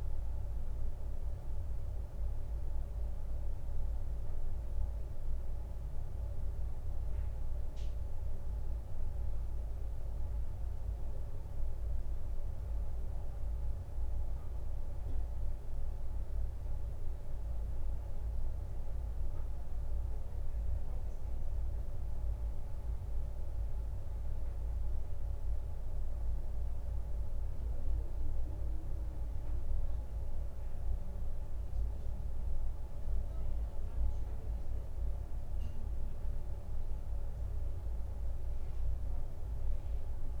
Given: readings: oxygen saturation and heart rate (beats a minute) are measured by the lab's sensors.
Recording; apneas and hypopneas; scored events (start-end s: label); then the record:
breathing in sleep, hard to hear, by a room microphone; none
none scored
From the record:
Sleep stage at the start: N2 (light sleep); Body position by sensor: on the right side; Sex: male